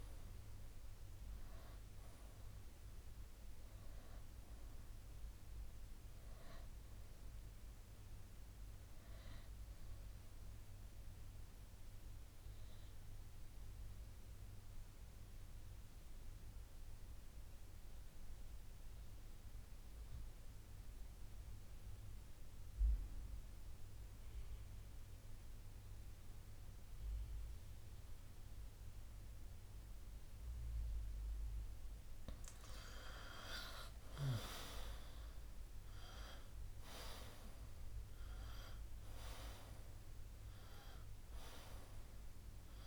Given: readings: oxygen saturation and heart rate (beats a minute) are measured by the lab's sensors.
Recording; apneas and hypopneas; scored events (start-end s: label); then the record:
breathing in sleep by a room microphone; 1
5.50-22.50 s: oxygen desaturation (device-marked, oxygen 92% before, 88% lowest, heart rate 68 before, 54 extreme)
12.00-31.50 s: obstructive apnea (oxygen 95% before, 88% lowest, heart rate 65 before, 57 extreme, up 10 after)
33.00-37.50 s: arousal
38.50-42.87 s: oxygen desaturation (device-marked, oxygen 97% before, 92% lowest, heart rate 61 before, 57 extreme)
From the record:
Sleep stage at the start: N2 (light sleep); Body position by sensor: on the right side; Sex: male